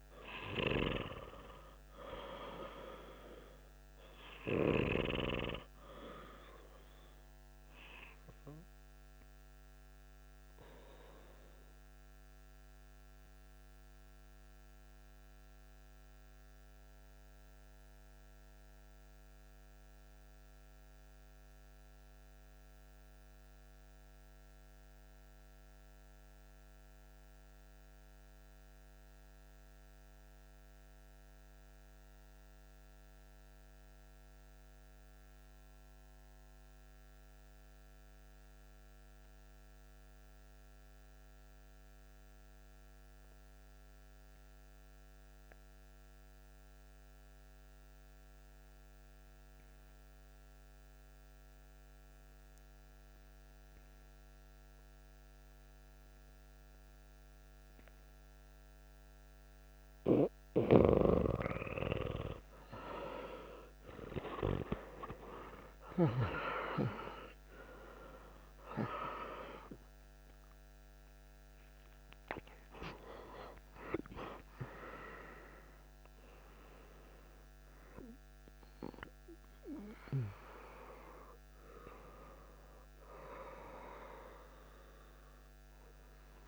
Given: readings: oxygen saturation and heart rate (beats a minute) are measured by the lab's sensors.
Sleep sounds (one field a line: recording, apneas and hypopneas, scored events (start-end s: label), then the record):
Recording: breathing in sleep by a microphone on the trachea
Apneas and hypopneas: 1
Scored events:
0.00-12.50 s: oxygen desaturation (device-marked, oxygen 88% lowest)
8.50-60.00 s: mixed apnea (oxygen 95% before, 88% lowest)
38.50-86.48 s: oxygen desaturation (device-marked, oxygen 98% before, 88% lowest)
62.00-65.50 s: arousal
From the record:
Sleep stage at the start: N2 (light sleep)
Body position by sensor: on the back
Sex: male